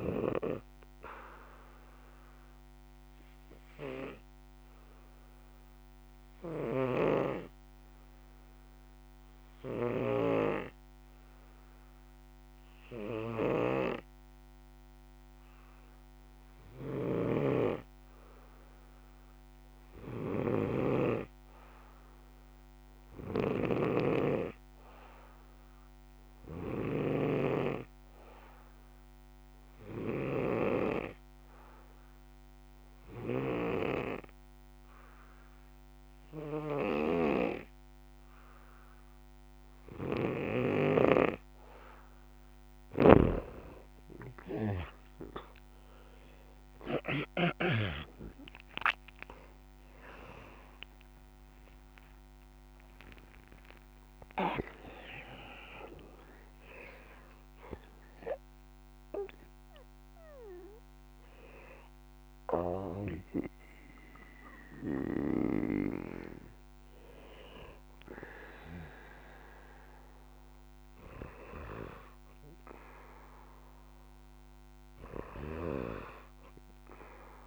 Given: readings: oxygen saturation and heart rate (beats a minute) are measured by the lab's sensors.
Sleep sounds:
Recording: breathing in sleep by a microphone on the trachea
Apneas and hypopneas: 1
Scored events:
0.00-15.50 s: oxygen desaturation (device-marked, oxygen 90% lowest, heart rate 63 extreme)
2.50-41.00 s: obstructive apnea (oxygen 94% before, 89% lowest, heart rate 65 before, 63 extreme, up 11 after)
17.00-24.00 s: snoring (device-marked)
22.50-28.50 s: oxygen desaturation (device-marked, oxygen 96% before, 93% lowest, heart rate 66 before, 64 extreme)
41.50-64.50 s: oxygen desaturation (device-marked, oxygen 94% before, 89% lowest, heart rate 66 before, 58 extreme)
43.00-47.50 s: snoring (device-marked)
47.50-53.00 s: arousal
From the record:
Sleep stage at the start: N2 (light sleep)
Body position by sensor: on the back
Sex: male

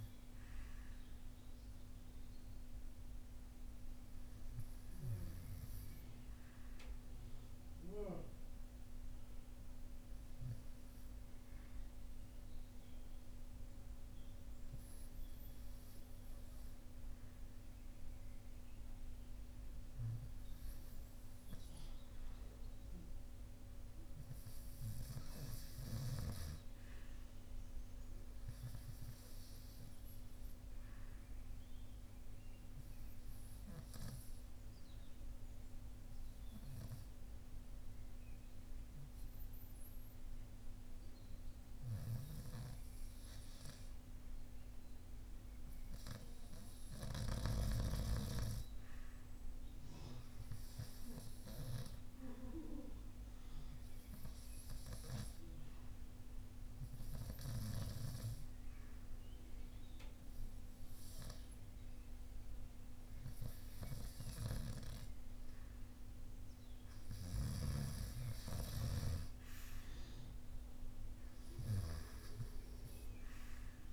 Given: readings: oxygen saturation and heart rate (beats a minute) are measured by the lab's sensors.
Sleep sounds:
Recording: breathing in sleep by a room microphone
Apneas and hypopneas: 1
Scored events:
0.00-1.00 s: oxygen desaturation (device-marked, oxygen 93% lowest)
11.50-64.50 s: obstructive apnea (oxygen 96% before, 89% lowest)
37.00-46.00 s: oxygen desaturation (device-marked, oxygen 99% before, 95% lowest)
55.00-73.93 s: oxygen desaturation (device-marked, oxygen 96% before, 89% lowest)
69.50-73.00 s: arousal
From the record:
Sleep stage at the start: REM sleep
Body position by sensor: on the front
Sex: male

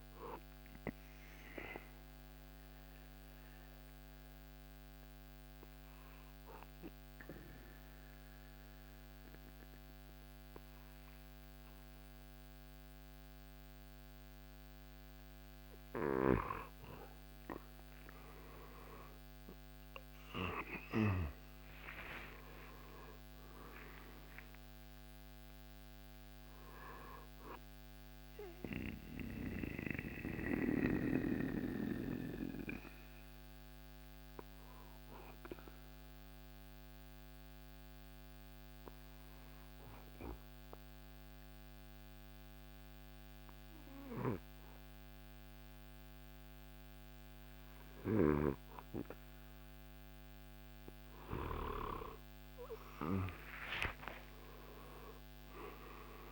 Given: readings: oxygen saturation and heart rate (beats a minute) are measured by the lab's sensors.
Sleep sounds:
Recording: breathing in sleep by a microphone on the trachea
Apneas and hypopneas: 2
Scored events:
0.00-7.00 s: drop in pulse transit time (device-marked, heart rate 71 extreme)
0.00-13.00 s: oxygen desaturation (device-marked, oxygen 87% lowest, heart rate 63 extreme)
1.50-15.50 s: central apnea (oxygen 97% before, 87% lowest, heart rate 68 before, 63 extreme, up 10 after)
19.00-22.50 s: arousal
22.00-34.00 s: drop in pulse transit time (device-marked, heart rate 68 before, 63 extreme)
26.00-42.00 s: oxygen desaturation (device-marked, oxygen 97% before, 90% lowest, heart rate 68 before, 62 extreme)
28.50-49.50 s: mixed apnea (oxygen 98% before, 89% lowest, heart rate 68 before, 61 extreme, up 8 after)
52.50-56.32 s: arousal
53.00-56.32 s: oxygen desaturation (device-marked, oxygen 97% before, 89% lowest, heart rate 64 before, 53 extreme)
55.00-56.32 s: drop in pulse transit time (device-marked, heart rate 64 before, 64 extreme)
From the record:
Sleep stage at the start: N2 (light sleep)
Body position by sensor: on the back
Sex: male

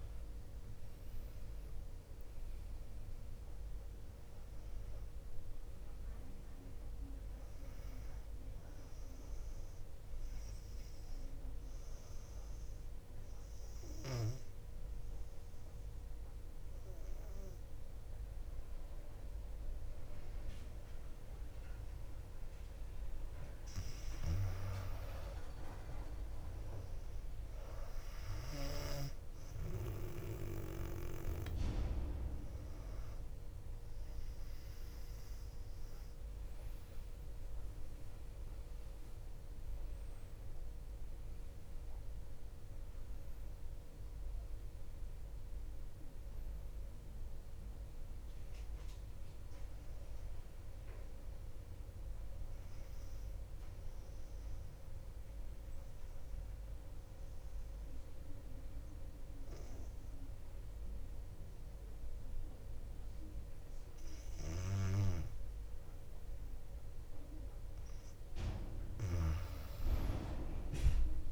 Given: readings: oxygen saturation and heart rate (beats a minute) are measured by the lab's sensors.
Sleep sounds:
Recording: breathing in sleep by a room microphone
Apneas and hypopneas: 2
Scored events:
13.00-24.00 s: obstructive apnea (oxygen 98% before, 95% lowest, heart rate 63 before, 59 extreme, up 2 after)
34.00-45.00 s: oxygen desaturation (device-marked, oxygen 100% before, 96% lowest, heart rate 59 before, 59 extreme)
35.00-40.50 s: arousal
56.50-67.00 s: obstructive apnea (oxygen 100% before, 95% lowest, heart rate 62 before, 59 extreme, up 4 after)
69.50-71.32 s: arousal
70.00-71.32 s: oxygen desaturation (device-marked, oxygen 99% before, 95% lowest, heart rate 60 before, 57 extreme)
From the record:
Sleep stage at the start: N2 (light sleep)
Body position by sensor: on the back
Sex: female

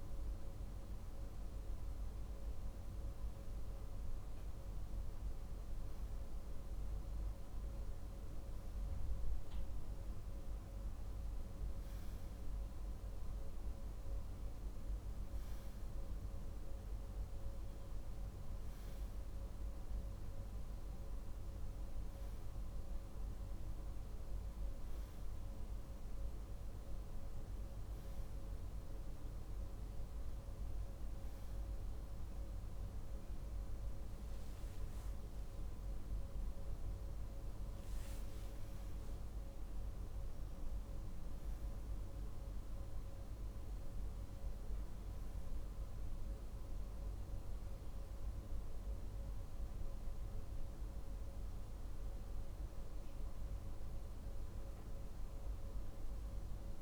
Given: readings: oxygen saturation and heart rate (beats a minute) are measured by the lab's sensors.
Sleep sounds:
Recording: breathing in sleep, hard to hear, by a room microphone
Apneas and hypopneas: none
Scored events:
none scored
From the record:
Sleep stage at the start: REM sleep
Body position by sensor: on the left side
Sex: male

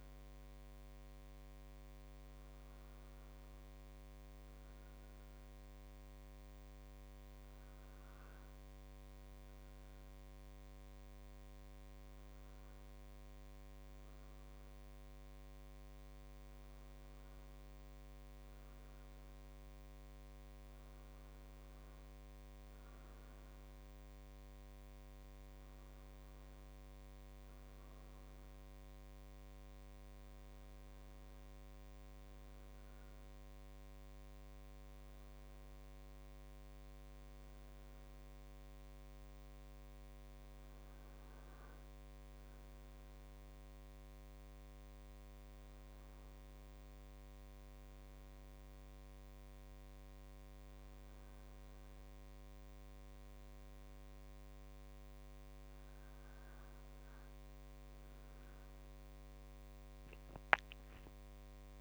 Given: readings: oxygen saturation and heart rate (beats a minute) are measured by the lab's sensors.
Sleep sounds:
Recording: breathing in sleep, hard to hear, by a microphone on the trachea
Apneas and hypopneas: none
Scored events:
none scored
From the record:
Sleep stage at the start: N1 (lightest sleep)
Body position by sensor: on the right side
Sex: male

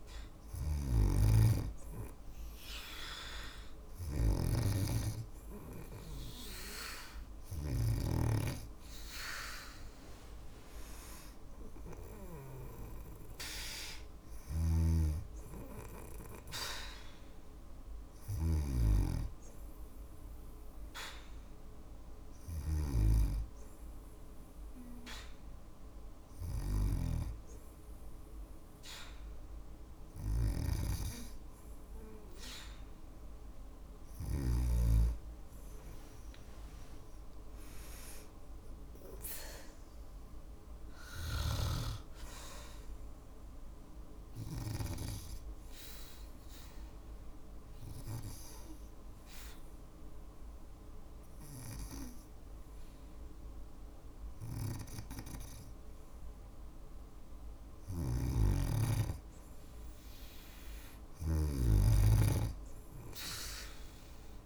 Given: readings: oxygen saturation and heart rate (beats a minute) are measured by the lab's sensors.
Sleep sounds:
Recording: breathing in sleep by a room microphone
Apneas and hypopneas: 1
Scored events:
0.00-7.00 s: snoring (device-marked)
13.50-26.00 s: snoring (device-marked)
36.00-40.50 s: arousal
44.00-55.50 s: obstructive apnea (oxygen 96% before, 93% lowest, heart rate 56 before, 55 extreme, up 2 after)
57.00-64.46 s: snoring (device-marked)
59.00-62.50 s: arousal
From the record:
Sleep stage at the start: N2 (light sleep)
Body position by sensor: on the back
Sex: female

